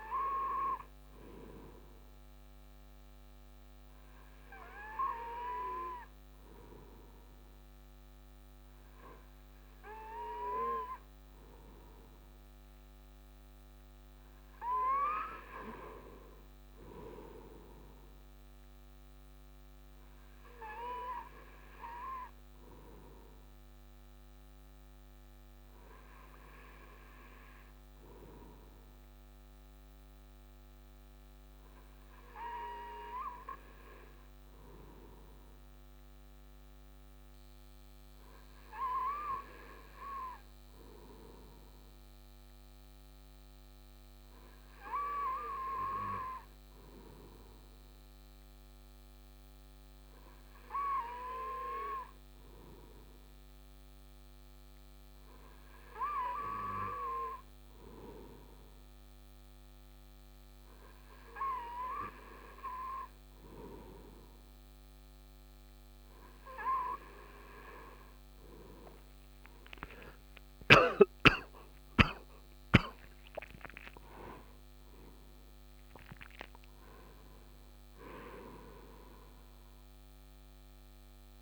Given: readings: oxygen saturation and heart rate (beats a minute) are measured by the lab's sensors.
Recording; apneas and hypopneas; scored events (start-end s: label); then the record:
breathing in sleep by a microphone on the trachea; none
70.00-74.50 s: arousal
From the record:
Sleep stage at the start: N2 (light sleep); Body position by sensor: on the right side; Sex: male